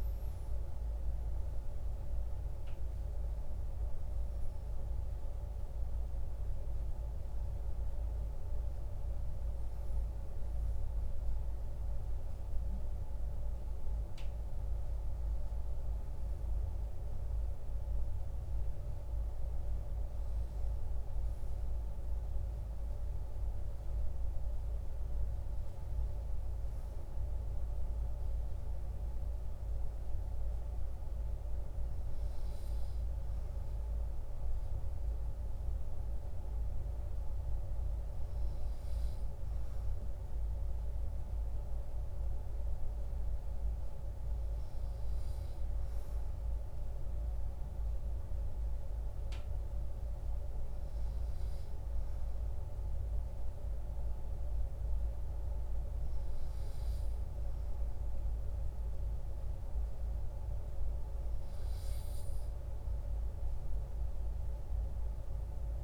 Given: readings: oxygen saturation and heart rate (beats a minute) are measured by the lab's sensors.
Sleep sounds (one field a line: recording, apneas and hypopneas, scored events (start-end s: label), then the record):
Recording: a person partly awake in a sleep study, hard to hear, by a room microphone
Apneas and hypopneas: none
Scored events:
0.00-2.50 s: oxygen desaturation (device-marked, oxygen 92% lowest, heart rate 43 extreme)
16.50-65.84 s: new sleep stage, N2 (light sleep)
From the record:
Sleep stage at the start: awake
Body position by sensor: on the right side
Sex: male